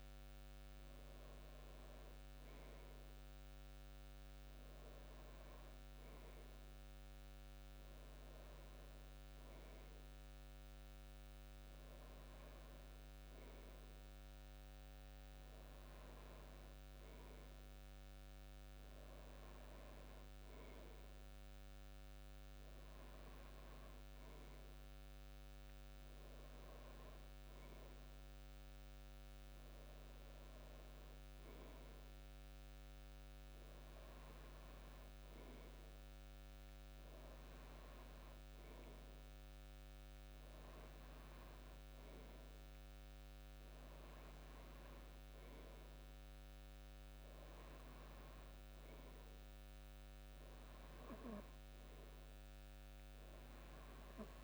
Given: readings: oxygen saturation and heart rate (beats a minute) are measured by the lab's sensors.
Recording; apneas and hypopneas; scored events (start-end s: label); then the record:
breathing in sleep, hard to hear, by a microphone on the trachea; none
none scored
From the record:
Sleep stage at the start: N2 (light sleep); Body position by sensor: on the back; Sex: male